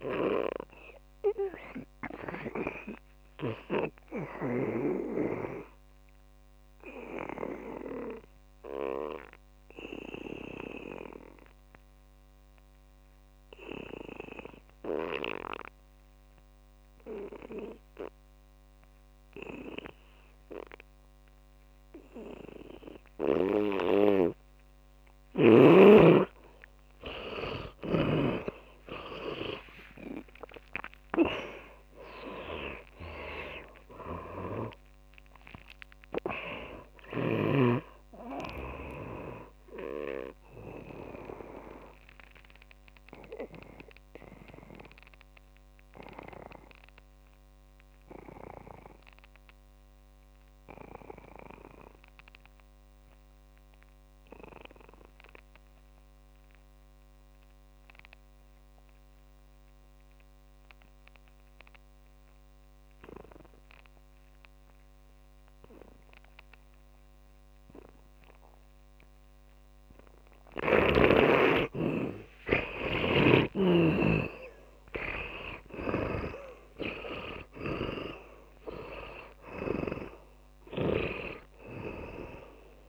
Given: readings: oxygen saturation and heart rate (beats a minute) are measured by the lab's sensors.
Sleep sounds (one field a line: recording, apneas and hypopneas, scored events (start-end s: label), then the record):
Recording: breathing in sleep by a microphone on the trachea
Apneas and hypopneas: 2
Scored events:
0.00-11.50 s: oxygen desaturation (device-marked, oxygen 86% lowest, heart rate 64 extreme)
6.00-26.50 s: obstructive apnea (oxygen 97% before, 82% lowest, heart rate 80 before, 64 extreme, up 15 after)
31.00-36.50 s: arousal
34.50-38.00 s: snoring (device-marked)
38.50-57.50 s: oxygen desaturation (device-marked, oxygen 96% before, 85% lowest, heart rate 72 before, 55 extreme)
41.50-72.50 s: mixed apnea (oxygen 99% before, 80% lowest, heart rate 74 before, 55 extreme, up 22 after)
70.50-82.89 s: oxygen desaturation (device-marked, oxygen 100% before, 80% lowest, heart rate 65 before, 57 extreme)
73.50-78.00 s: arousal
73.50-80.50 s: snoring (device-marked)
From the record:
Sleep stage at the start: N2 (light sleep)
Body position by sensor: on the back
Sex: male